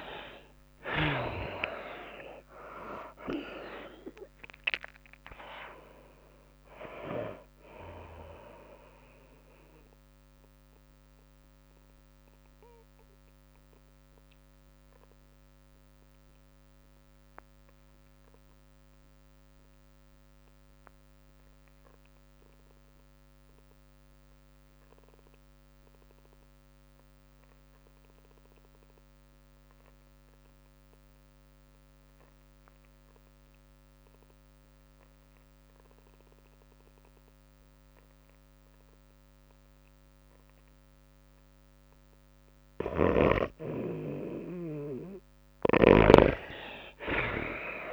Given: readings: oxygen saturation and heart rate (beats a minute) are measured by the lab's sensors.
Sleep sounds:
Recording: breathing in sleep by a microphone on the trachea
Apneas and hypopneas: 1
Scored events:
0.00-3.00 s: arousal
0.00-18.50 s: oxygen desaturation (device-marked, oxygen 60% lowest, heart rate 98 extreme)
0.00-35.50 s: tachycardia (device-marked, heart rate 116 extreme)
3.50-16.50 s: drop in pulse transit time (device-marked, heart rate 102 before, 107 extreme)
8.50-47.93 s: new sleep stage, N2 (light sleep)
10.00-42.50 s: mixed apnea (oxygen 86% before, 61% lowest, heart rate 104 before, 83 extreme, up 0 after)
20.50-47.93 s: oxygen desaturation (device-marked, oxygen 97% before, 61% lowest, heart rate 111 before, 83 extreme)
41.00-43.00 s: long interval between heartbeats (device-marked, heart rate 104 before, 98 extreme)
From the record:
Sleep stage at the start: REM sleep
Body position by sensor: on the back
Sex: female

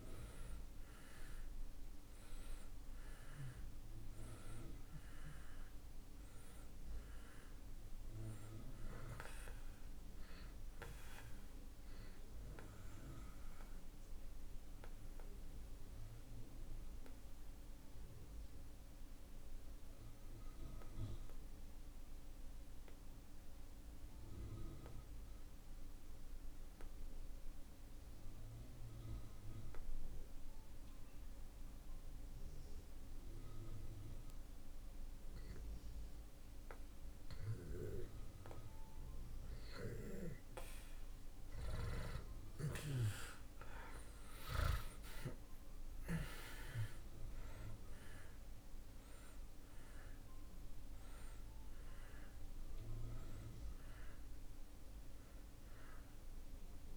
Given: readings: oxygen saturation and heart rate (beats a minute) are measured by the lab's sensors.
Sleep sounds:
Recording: breathing in sleep by a room microphone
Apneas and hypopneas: 1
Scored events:
0.00-2.50 s: arousal
0.00-33.00 s: oxygen desaturation (device-marked, oxygen 77% lowest)
14.50-35.50 s: mixed apnea (oxygen 97% before, 77% lowest)
37.50-42.50 s: arousal
47.00-56.97 s: oxygen desaturation (device-marked, oxygen 96% before, 78% lowest)
From the record:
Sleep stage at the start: N2 (light sleep)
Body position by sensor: on the back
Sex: male

